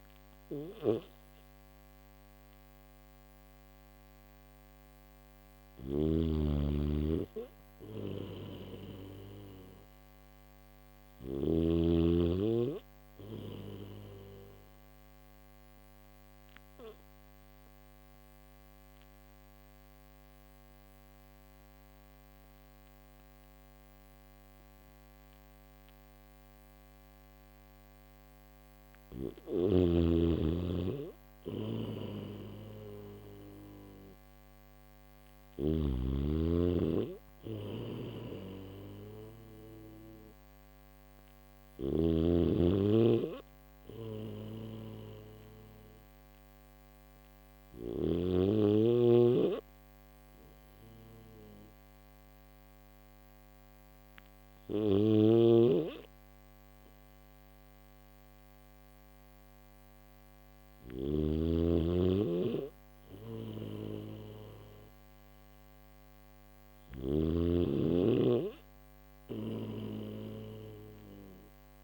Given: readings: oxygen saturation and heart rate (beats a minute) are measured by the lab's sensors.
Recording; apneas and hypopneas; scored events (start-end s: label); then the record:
breathing in sleep by a microphone on the trachea; none
5.00-11.00 s: snoring (device-marked)
15.50-71.83 s: new sleep stage, N1 (lightest sleep)
29.00-35.00 s: snoring (device-marked)
37.00-47.50 s: snoring (device-marked)
39.50-58.50 s: oxygen desaturation (device-marked, oxygen 97% before, 93% lowest, heart rate 70 before, 69 extreme)
54.00-60.50 s: snoring (device-marked)
62.50-66.50 s: snoring (device-marked)
From the record:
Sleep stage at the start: N3 (deep sleep); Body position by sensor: on the back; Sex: male